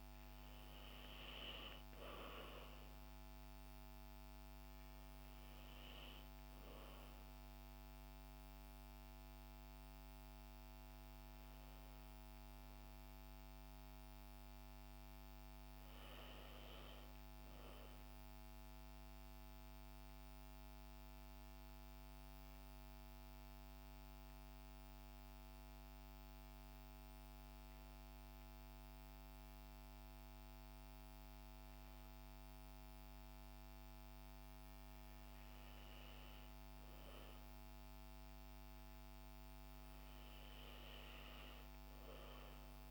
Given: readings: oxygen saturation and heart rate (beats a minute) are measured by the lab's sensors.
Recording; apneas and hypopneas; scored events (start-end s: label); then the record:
breathing in sleep, hard to hear, by a microphone on the trachea; none
0.00-8.00 s: oxygen desaturation (device-marked, oxygen 90% lowest, heart rate 57 extreme)
From the record:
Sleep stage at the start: N2 (light sleep); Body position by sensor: on the back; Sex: female